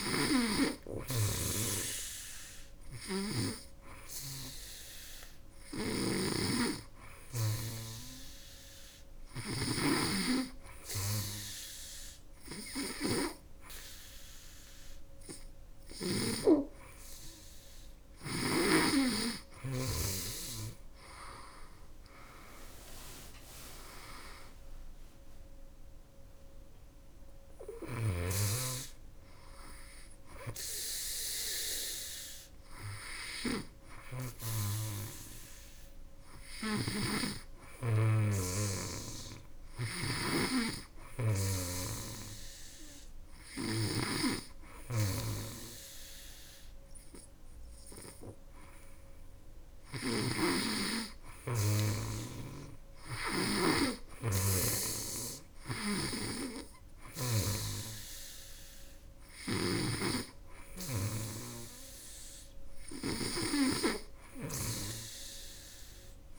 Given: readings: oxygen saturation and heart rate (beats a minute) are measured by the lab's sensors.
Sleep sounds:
breathing in sleep by a room microphone; none
0.00-3.00 s: snoring (device-marked)
5.00-9.00 s: snoring (device-marked)
36.00-43.50 s: snoring (device-marked)
49.50-53.00 s: snoring (device-marked)
55.00-66.39 s: snoring (device-marked)
From the record:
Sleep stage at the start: N2 (light sleep); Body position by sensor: on the back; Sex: female

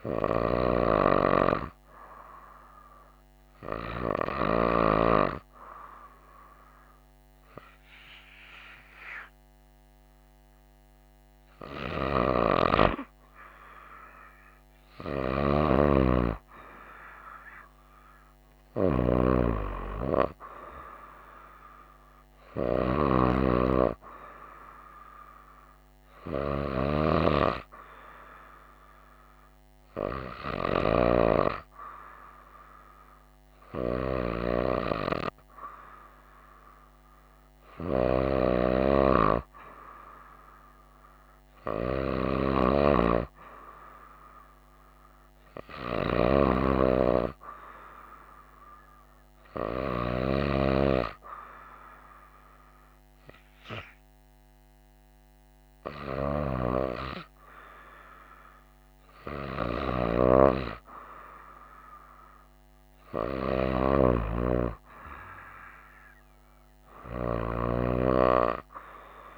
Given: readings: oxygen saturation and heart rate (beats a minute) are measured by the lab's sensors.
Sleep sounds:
breathing in sleep by a microphone on the trachea; none
none scored
From the record:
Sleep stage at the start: N2 (light sleep); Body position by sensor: on the right side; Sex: female

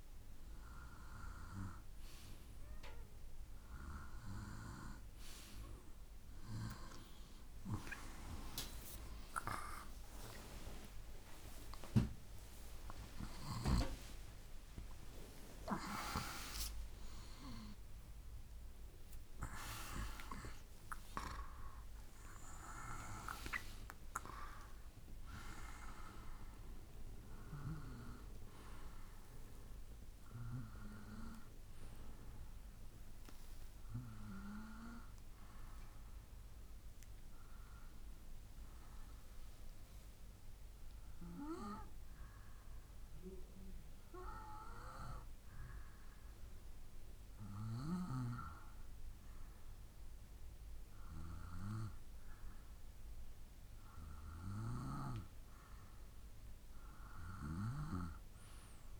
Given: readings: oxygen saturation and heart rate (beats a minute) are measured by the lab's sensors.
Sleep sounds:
breathing in sleep by a room microphone; 1
0.00-15.50 s: oxygen desaturation (device-marked, oxygen 89% lowest, heart rate 67 extreme)
8.50-13.00 s: arousal
40.50-52.00 s: hypopnea (oxygen 95% before, 91% lowest, heart rate 72 before, 60 extreme, up 7 after)
51.50-59.00 s: oxygen desaturation (device-marked, oxygen 95% before, 91% lowest, heart rate 67 before, 60 extreme)
From the record:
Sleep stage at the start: N2 (light sleep); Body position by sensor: on the right side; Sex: male

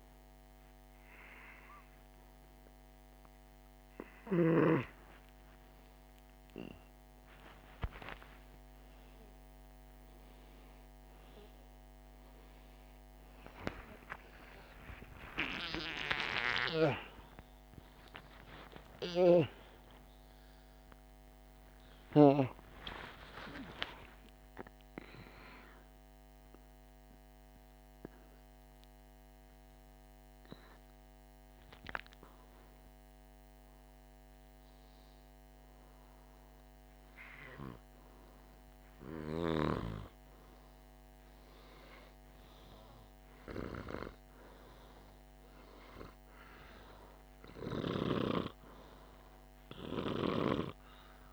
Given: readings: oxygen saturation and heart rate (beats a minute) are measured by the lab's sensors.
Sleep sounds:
a person awake in a sleep study, by a microphone on the trachea; none
25.50-31.50 s: oxygen desaturation (device-marked, oxygen 98% before, 90% lowest, heart rate 90 before, 47 extreme)
46.50-51.33 s: new sleep stage, N2 (light sleep)
From the record:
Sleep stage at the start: awake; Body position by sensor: on the back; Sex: male

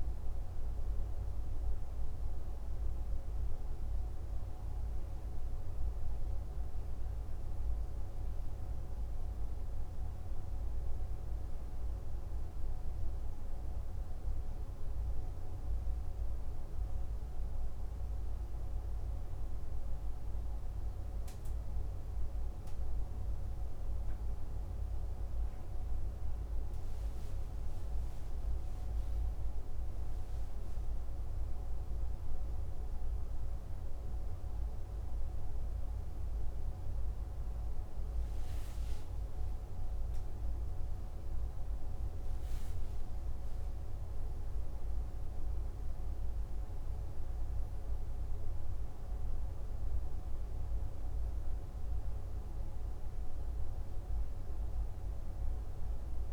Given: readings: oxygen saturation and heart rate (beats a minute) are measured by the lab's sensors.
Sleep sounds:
breathing in sleep, hard to hear, by a room microphone; none
39.50-43.00 s: arousal
From the record:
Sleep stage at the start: N2 (light sleep); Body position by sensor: on the left side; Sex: male

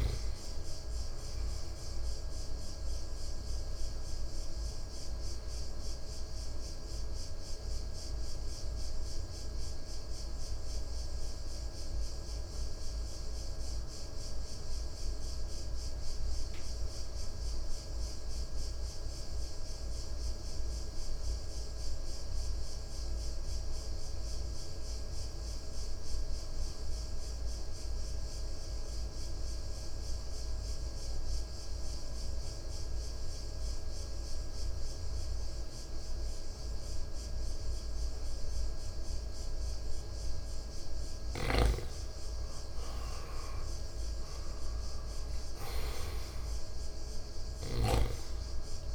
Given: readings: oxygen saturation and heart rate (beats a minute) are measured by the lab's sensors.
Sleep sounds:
breathing in sleep, hard to hear, by a room microphone; 1
0.00-15.00 s: oxygen desaturation (device-marked, oxygen 88% lowest, heart rate 54 extreme)
2.50-41.50 s: mixed apnea (oxygen 96% before, 88% lowest, heart rate 63 before, 54 extreme, up 7 after)
33.00-48.95 s: oxygen desaturation (device-marked, oxygen 98% before, 88% lowest, heart rate 58 before, 54 extreme)
43.00-47.50 s: arousal
From the record:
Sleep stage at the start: N2 (light sleep); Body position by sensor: on the right side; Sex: male

